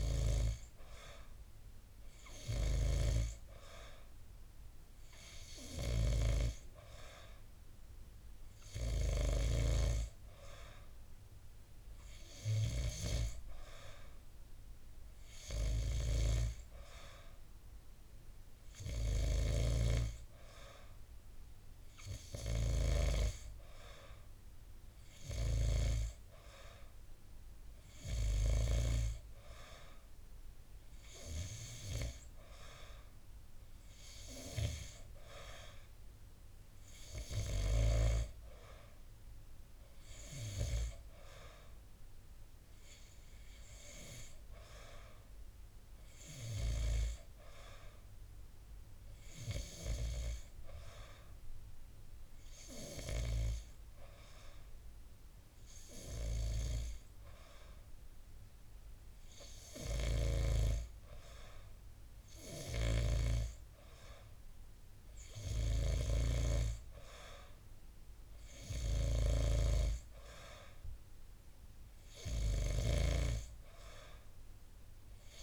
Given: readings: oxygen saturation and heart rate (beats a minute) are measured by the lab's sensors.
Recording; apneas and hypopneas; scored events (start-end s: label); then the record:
breathing in sleep by a room microphone; none
40.50-44.50 s: arousal
From the record:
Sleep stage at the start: N2 (light sleep); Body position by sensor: on the back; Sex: male